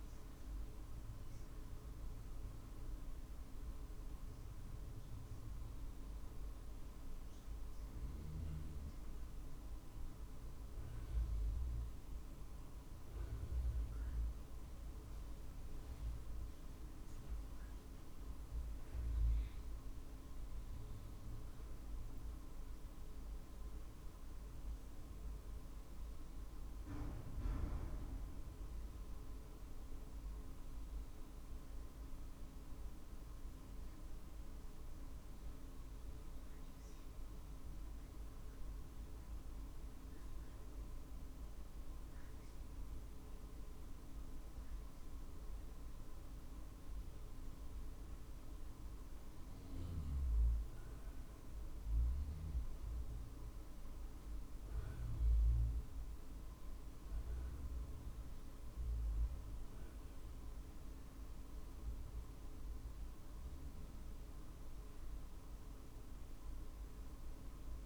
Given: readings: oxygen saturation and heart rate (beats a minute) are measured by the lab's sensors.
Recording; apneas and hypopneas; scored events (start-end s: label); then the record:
breathing in sleep, hard to hear, by a room microphone; none
none scored
From the record:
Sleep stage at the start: N1 (lightest sleep); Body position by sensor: on the right side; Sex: male